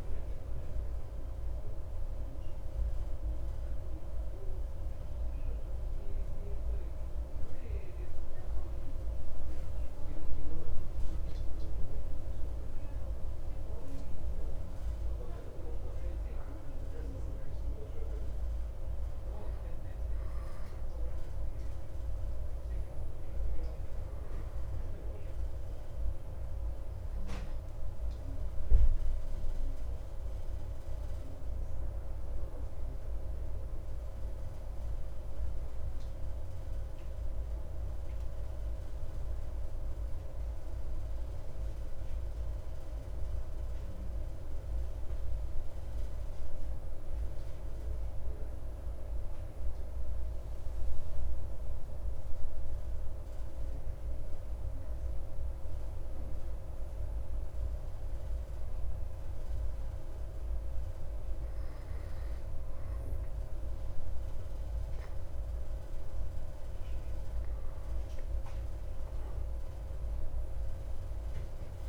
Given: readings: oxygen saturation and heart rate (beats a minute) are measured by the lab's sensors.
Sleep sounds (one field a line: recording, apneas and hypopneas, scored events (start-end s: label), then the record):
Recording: breathing in sleep, hard to hear, by a room microphone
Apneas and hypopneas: 1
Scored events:
52.00-65.50 s: hypopnea (oxygen 97% before, 94% lowest)
69.00-71.89 s: arousal
From the record:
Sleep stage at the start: N2 (light sleep)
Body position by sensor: on the back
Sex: male